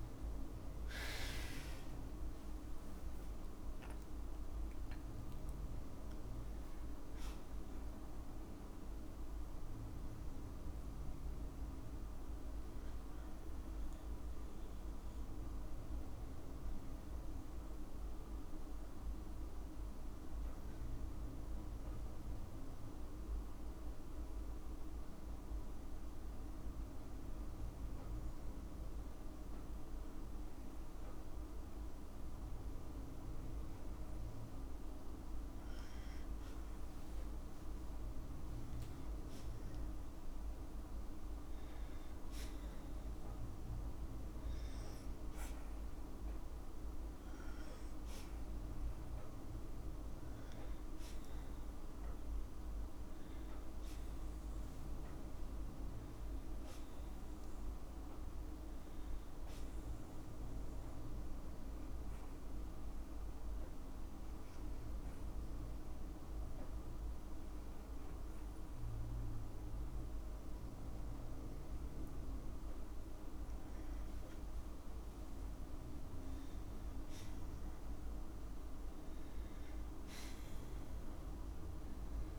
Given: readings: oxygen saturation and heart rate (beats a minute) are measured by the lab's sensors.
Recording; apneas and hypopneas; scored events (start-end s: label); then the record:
a person partly awake in a sleep study, hard to hear, by a room microphone; 2
2.00-4.00 s: long interval between heartbeats (device-marked, heart rate 95 before, 105 extreme)
11.50-13.50 s: long interval between heartbeats (device-marked, heart rate 98 before, 67 extreme)
15.00-17.00 s: long interval between heartbeats (device-marked, heart rate 93 before, 73 extreme)
17.50-82.39 s: new sleep stage, N2 (light sleep)
22.00-34.00 s: hypopnea (oxygen 98% before, 95% lowest, heart rate 76 before, 62 extreme, up 10 after)
23.00-25.00 s: long interval between heartbeats (device-marked, heart rate 74 before, 61 extreme)
26.50-28.50 s: long interval between heartbeats (device-marked, heart rate 69 before, 69 extreme)
30.00-32.00 s: long interval between heartbeats (device-marked, heart rate 68 before, 69 extreme)
33.50-35.50 s: long interval between heartbeats (device-marked, heart rate 69 before, 70 extreme)
37.00-41.00 s: arousal
39.00-41.00 s: long interval between heartbeats (device-marked, heart rate 67 before, 64 extreme)
42.00-44.00 s: long interval between heartbeats (device-marked, heart rate 66 before, 74 extreme)
44.50-46.50 s: long interval between heartbeats (device-marked, heart rate 68 before, 74 extreme)
47.50-49.50 s: long interval between heartbeats (device-marked, heart rate 70 before, 72 extreme)
51.00-53.00 s: long interval between heartbeats (device-marked, heart rate 70 before, 72 extreme)
56.50-58.50 s: long interval between heartbeats (device-marked, heart rate 71 before, 71 extreme)
57.50-73.50 s: oxygen desaturation (device-marked, oxygen 99% before, 95% lowest, heart rate 71 before, 52 extreme)
58.50-60.50 s: long interval between heartbeats (device-marked, heart rate 72 before, 81 extreme)
61.00-73.50 s: hypopnea (oxygen 99% before, 91% lowest, heart rate 73 before, 52 extreme, up 12 after)
76.00-80.00 s: arousal
From the record:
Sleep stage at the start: awake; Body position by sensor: on the back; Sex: female